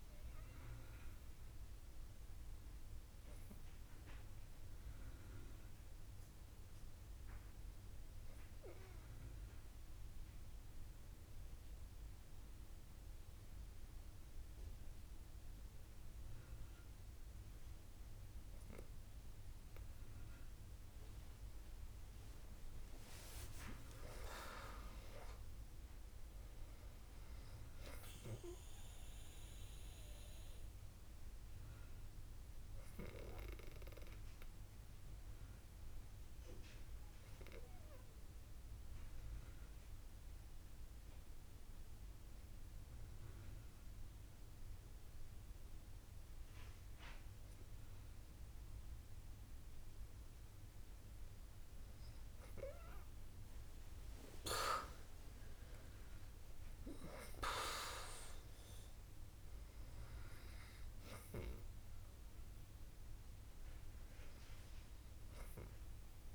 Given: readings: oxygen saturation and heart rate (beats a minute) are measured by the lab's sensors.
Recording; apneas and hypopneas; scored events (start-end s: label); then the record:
breathing in sleep by a room microphone; 2
0.00-19.50 s: oxygen desaturation (device-marked, oxygen 94% lowest, heart rate 60 extreme)
4.00-19.00 s: obstructive apnea (oxygen 99% before, 94% lowest, heart rate 77 before, 60 extreme, up 13 after)
22.00-26.50 s: arousal
34.00-49.00 s: obstructive apnea (oxygen 99% before, 97% lowest, heart rate 71 before, 61 extreme, up 26 after)
51.00-54.50 s: arousal
From the record:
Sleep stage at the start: N2 (light sleep); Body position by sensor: on the back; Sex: female